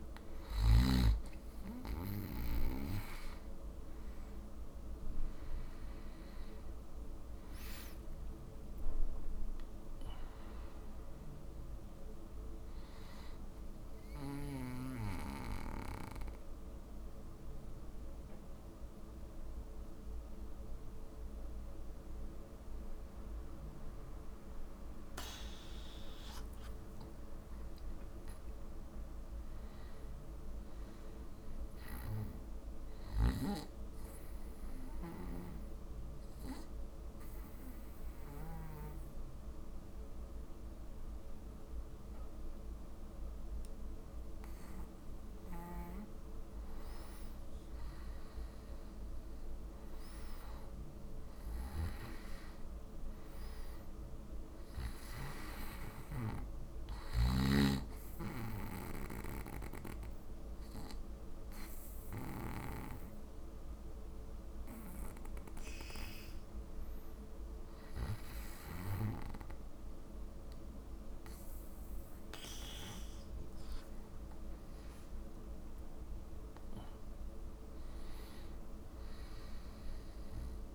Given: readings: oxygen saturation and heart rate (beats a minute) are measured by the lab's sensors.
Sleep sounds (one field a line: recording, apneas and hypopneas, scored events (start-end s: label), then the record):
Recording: breathing in sleep by a room microphone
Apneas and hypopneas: 3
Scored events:
7.50-11.00 s: arousal
14.00-25.50 s: obstructive apnea (oxygen 96% before, 93% lowest)
27.00-30.50 s: arousal
33.50-45.00 s: obstructive apnea (oxygen 98% before, 94% lowest)
47.50-51.00 s: arousal
60.50-71.00 s: hypopnea (oxygen 98% before, 94% lowest)
74.00-77.50 s: arousal
From the record:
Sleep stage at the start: N2 (light sleep)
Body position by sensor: on the back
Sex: male